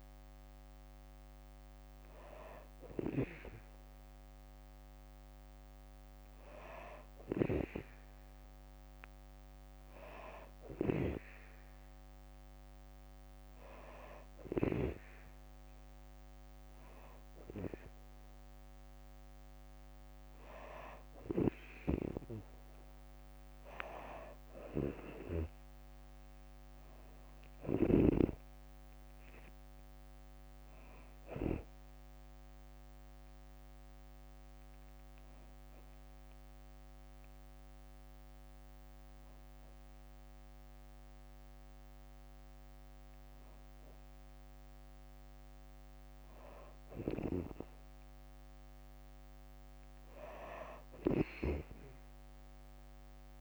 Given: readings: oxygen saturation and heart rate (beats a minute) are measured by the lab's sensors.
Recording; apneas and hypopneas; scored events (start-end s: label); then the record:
breathing in sleep by a microphone on the trachea; 1
6.50-10.50 s: snoring (device-marked)
21.00-27.50 s: snoring (device-marked)
24.00-26.50 s: arousal
25.00-37.00 s: drop in pulse transit time (device-marked, heart rate 66 before, 62 extreme)
35.00-46.00 s: hypopnea (oxygen 96% before, 93% lowest, heart rate 68 before, 60 extreme, up 5 after)
50.50-53.41 s: snoring (device-marked)
51.50-53.41 s: arousal
From the record:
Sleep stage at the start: N2 (light sleep); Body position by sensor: on the back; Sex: female